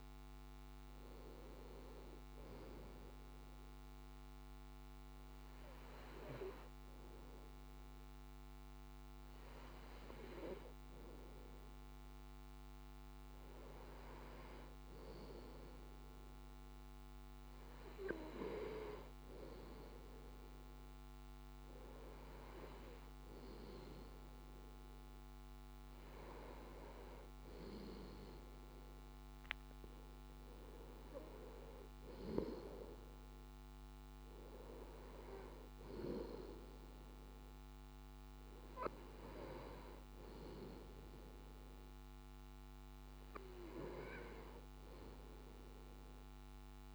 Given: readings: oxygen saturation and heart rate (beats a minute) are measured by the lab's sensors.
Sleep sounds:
breathing in sleep by a microphone on the trachea; none
none scored
From the record:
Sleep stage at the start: N2 (light sleep); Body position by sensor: on the left side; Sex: male

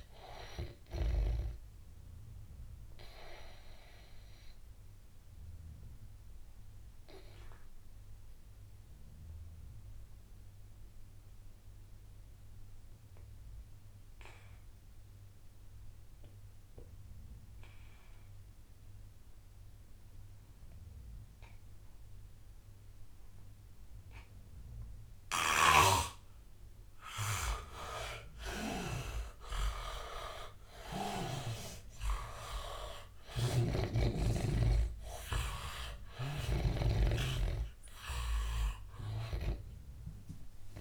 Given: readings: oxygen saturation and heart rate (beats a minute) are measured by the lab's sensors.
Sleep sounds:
breathing in sleep by a room microphone; 1
0.00-1.50 s: snoring (device-marked)
0.00-13.00 s: oxygen desaturation (device-marked, oxygen 86% lowest, heart rate 80 extreme)
2.00-26.50 s: obstructive apnea (oxygen 100% before, 82% lowest, heart rate 92 before, 80 extreme, up 12 after)
22.00-40.81 s: oxygen desaturation (device-marked, oxygen 99% before, 82% lowest, heart rate 84 before, 79 extreme)
28.00-32.00 s: arousal
33.00-36.50 s: snoring (device-marked)
From the record:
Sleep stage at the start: N2 (light sleep); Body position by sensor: on the back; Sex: male

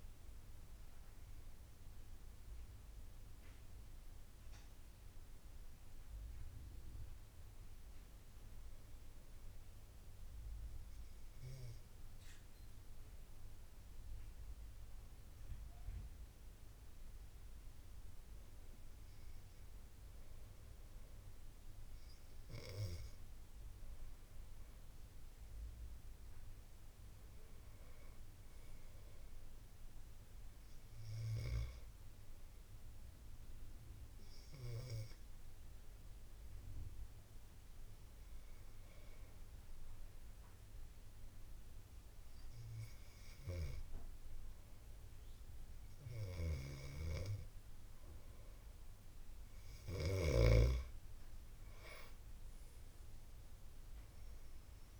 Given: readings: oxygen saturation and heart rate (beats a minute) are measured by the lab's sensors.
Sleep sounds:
breathing in sleep by a room microphone; 2
9.50-21.00 s: hypopnea (oxygen 95% before, 89% lowest, heart rate 79 before, 70 extreme, up 9 after)
24.00-27.50 s: arousal
35.00-48.50 s: hypopnea (oxygen 93% before, 88% lowest, heart rate 79 before, 75 extreme, up 8 after)
52.00-55.00 s: arousal
53.50-55.00 s: oxygen desaturation (device-marked, oxygen 93% before, 89% lowest, heart rate 79 before, 73 extreme)
From the record:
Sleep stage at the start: N2 (light sleep); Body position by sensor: on the back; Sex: male

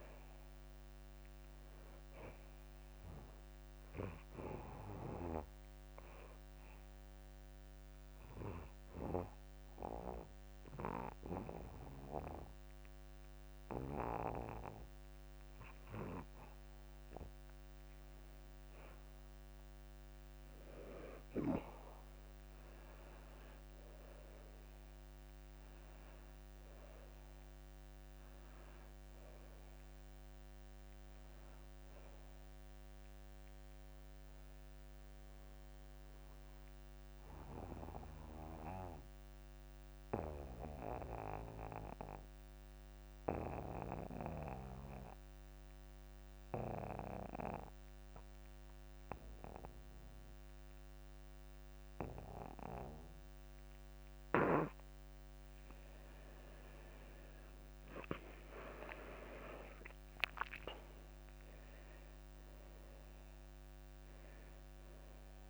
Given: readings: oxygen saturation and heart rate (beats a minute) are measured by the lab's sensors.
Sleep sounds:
breathing in sleep by a microphone on the trachea; 2
0.00-25.00 s: oxygen desaturation (device-marked, oxygen 90% lowest, heart rate 54 extreme)
8.50-19.00 s: obstructive apnea (oxygen 96% before, 88% lowest, heart rate 61 before, 54 extreme, up 2 after)
23.00-26.50 s: arousal
36.00-55.50 s: obstructive apnea (oxygen 94% before, 87% lowest, heart rate 60 before, 52 extreme, up 7 after)
39.00-58.00 s: oxygen desaturation (device-marked, oxygen 93% before, 88% lowest, heart rate 60 before, 52 extreme)
56.00-65.50 s: new sleep stage, awake
From the record:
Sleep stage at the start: N2 (light sleep); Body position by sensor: on the back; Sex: male

